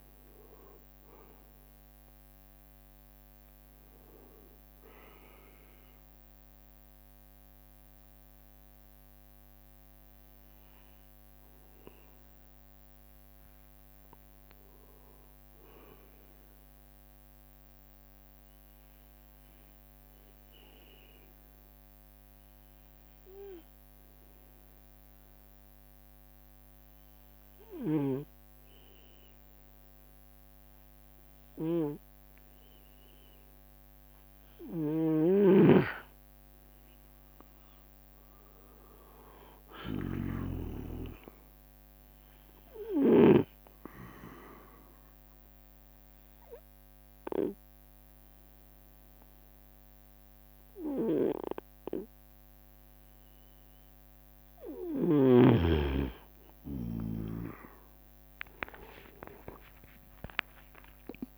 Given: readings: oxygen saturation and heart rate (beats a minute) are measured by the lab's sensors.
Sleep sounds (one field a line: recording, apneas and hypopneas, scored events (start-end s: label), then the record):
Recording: breathing in sleep by a microphone on the trachea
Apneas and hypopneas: 2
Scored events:
0.00-10.00 s: oxygen desaturation (device-marked, oxygen 90% lowest, heart rate 64 extreme)
9.00-13.00 s: arousal
15.50-33.00 s: obstructive apnea (oxygen 98% before, 92% lowest, heart rate 77 before, 67 extreme, up 5 after)
18.50-21.50 s: leg movement (device-marked)
23.50-25.00 s: leg movement (device-marked)
32.00-44.00 s: snoring (device-marked)
35.50-39.50 s: arousal
38.00-39.00 s: leg movement (device-marked)
41.00-59.00 s: oxygen desaturation (device-marked, oxygen 97% before, 92% lowest, heart rate 69 before, 67 extreme)
43.00-54.00 s: obstructive apnea (oxygen 98% before, 91% lowest, heart rate 69 before, 68 extreme, up 23 after)
58.00-61.38 s: drop in pulse transit time (device-marked, heart rate 71 before, 72 extreme)
58.50-61.38 s: leg movement (device-marked)
59.50-61.38 s: arousal
59.50-61.38 s: long interval between heartbeats (device-marked, heart rate 71 before, 82 extreme)
From the record:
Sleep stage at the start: N2 (light sleep)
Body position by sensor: on the right side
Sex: male